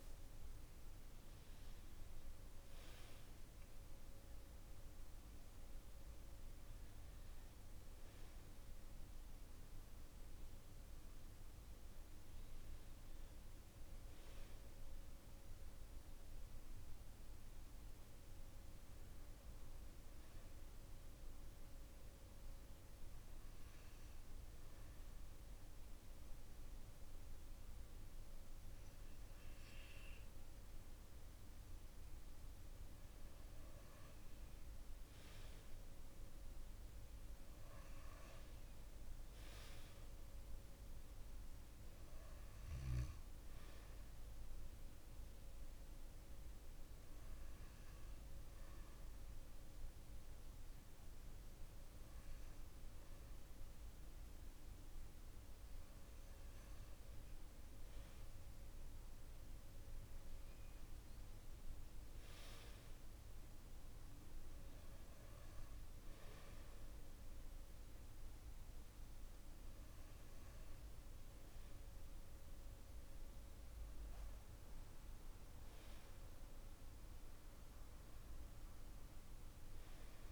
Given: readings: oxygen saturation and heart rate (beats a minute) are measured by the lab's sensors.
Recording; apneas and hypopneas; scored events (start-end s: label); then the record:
breathing in sleep, hard to hear, by a room microphone; 2
0.00-17.50 s: oxygen desaturation (device-marked, oxygen 90% lowest, heart rate 57 extreme)
18.50-21.50 s: arousal
24.00-34.00 s: obstructive apnea (oxygen 97% before, 93% lowest, heart rate 61 before, 55 extreme, up 3 after)
36.00-40.00 s: arousal
38.50-53.50 s: oxygen desaturation (device-marked, oxygen 96% before, 93% lowest, heart rate 60 before, 55 extreme)
46.50-57.50 s: hypopnea (oxygen 97% before, 92% lowest, heart rate 60 before, 55 extreme, up 6 after)
59.50-62.50 s: arousal
From the record:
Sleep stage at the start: N2 (light sleep); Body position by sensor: on the back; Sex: male